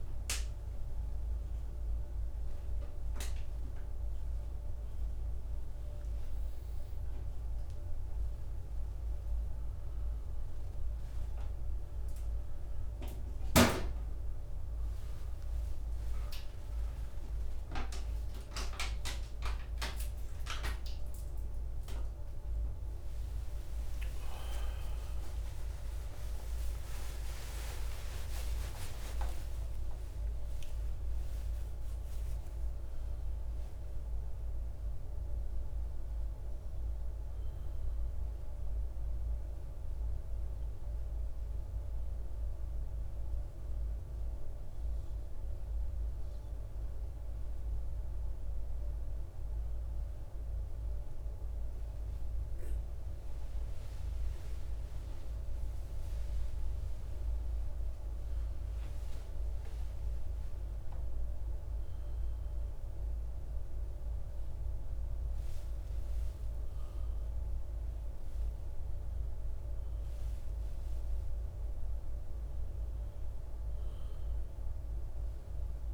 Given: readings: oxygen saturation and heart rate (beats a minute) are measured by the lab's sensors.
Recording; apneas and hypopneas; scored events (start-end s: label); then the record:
a person awake in a sleep study, by a room microphone; none
18.00-29.00 s: oxygen desaturation (device-marked, oxygen 97% before, 94% lowest, heart rate 78 before, 59 extreme)
From the record:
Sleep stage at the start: awake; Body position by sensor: on the right side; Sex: male